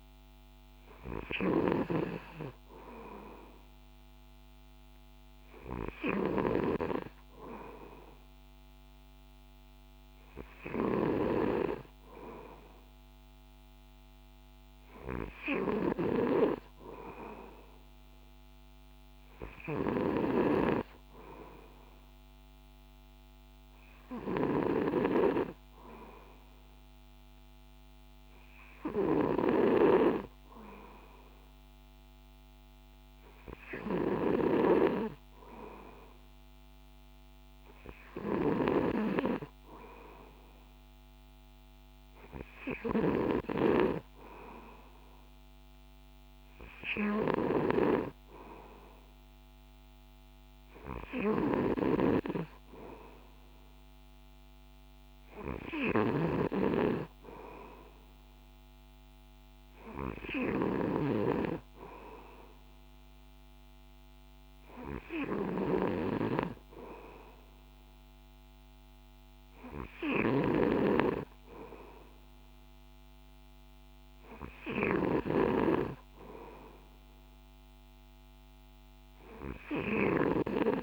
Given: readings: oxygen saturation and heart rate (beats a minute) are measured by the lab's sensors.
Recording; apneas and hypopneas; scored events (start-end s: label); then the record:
breathing in sleep by a microphone on the trachea; none
0.00-11.00 s: snoring (device-marked)
20.00-24.50 s: snoring (device-marked)
51.00-61.00 s: snoring (device-marked)
70.00-80.83 s: snoring (device-marked)
From the record:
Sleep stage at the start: N2 (light sleep); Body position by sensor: on the back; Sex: male